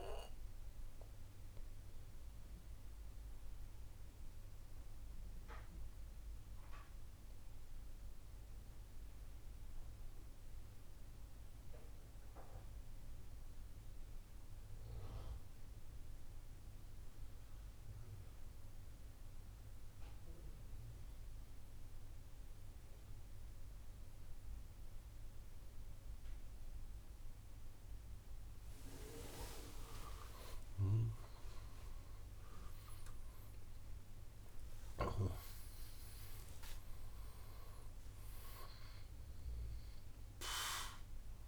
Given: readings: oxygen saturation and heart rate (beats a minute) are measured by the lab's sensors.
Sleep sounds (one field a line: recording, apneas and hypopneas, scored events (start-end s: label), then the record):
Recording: breathing in sleep by a room microphone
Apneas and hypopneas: 1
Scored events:
0.00-12.50 s: oxygen desaturation (device-marked, oxygen 90% lowest, heart rate 55 extreme)
2.50-28.50 s: obstructive apnea (oxygen 98% before, 90% lowest, heart rate 63 before, 59 extreme, up 21 after)
27.50-41.48 s: oxygen desaturation (device-marked, oxygen 98% before, 92% lowest, heart rate 62 before, 56 extreme)
29.50-35.00 s: arousal
From the record:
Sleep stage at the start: N2 (light sleep)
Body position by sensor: on the back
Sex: male